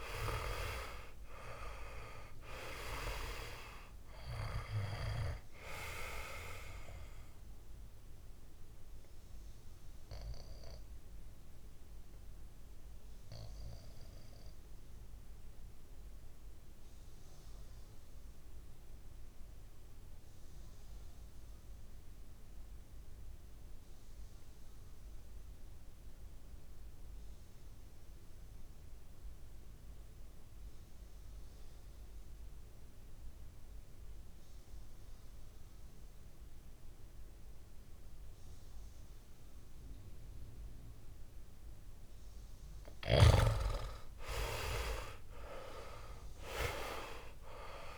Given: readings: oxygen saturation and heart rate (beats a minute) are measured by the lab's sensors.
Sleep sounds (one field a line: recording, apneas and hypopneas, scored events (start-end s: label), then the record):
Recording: breathing in sleep by a room microphone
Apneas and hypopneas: 1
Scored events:
0.00-1.50 s: arousal
2.50-25.50 s: oxygen desaturation (device-marked, oxygen 97% before, 90% lowest, heart rate 57 before, 60 extreme)
7.00-42.00 s: obstructive apnea (oxygen 100% before, 89% lowest, heart rate 58 before, 60 extreme, up 10 after)
40.50-47.98 s: oxygen desaturation (device-marked, oxygen 98% before, 89% lowest, heart rate 65 before, 57 extreme)
43.50-47.98 s: arousal
From the record:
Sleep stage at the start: REM sleep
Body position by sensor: on the back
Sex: male